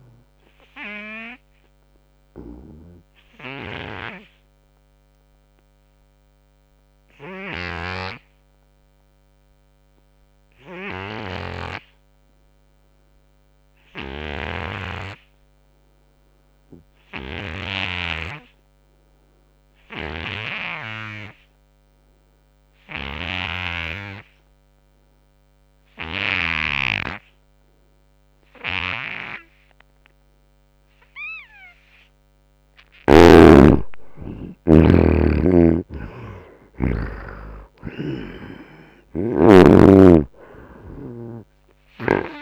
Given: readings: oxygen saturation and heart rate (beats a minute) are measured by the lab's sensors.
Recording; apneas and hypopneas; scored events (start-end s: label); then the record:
breathing in sleep by a microphone on the trachea; 1
0.00-16.00 s: oxygen desaturation (device-marked, oxygen 70% lowest, heart rate 65 extreme)
0.50-31.00 s: obstructive apnea (oxygen 98% before, 69% lowest, heart rate 77 before, 66 extreme, up 20 after)
18.00-42.42 s: oxygen desaturation (device-marked, oxygen 97% before, 69% lowest, heart rate 86 before, 66 extreme)
33.50-37.00 s: arousal
37.50-41.00 s: snoring (device-marked)
From the record:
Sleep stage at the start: N2 (light sleep); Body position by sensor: on the right side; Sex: male